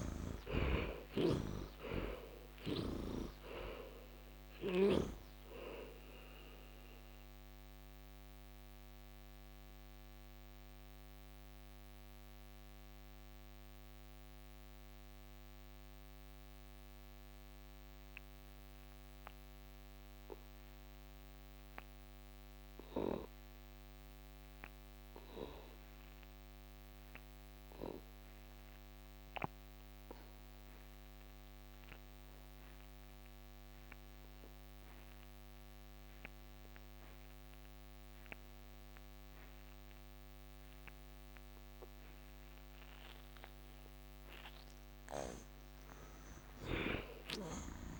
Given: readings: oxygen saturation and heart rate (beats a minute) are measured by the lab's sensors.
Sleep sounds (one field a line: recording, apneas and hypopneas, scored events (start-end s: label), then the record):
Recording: breathing in sleep by a microphone on the trachea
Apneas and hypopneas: 1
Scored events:
0.00-2.50 s: snoring (device-marked)
0.00-21.00 s: oxygen desaturation (device-marked, oxygen 50% lowest, heart rate 61 extreme)
6.50-43.50 s: mixed apnea (oxygen 85% before, 50% lowest, heart rate 81 before, 61 extreme, up 22 after)
31.00-48.00 s: oxygen desaturation (device-marked, oxygen 99% before, 56% lowest, heart rate 64 before, 66 extreme)
45.50-48.00 s: arousal
From the record:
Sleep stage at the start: N2 (light sleep)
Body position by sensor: on the back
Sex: male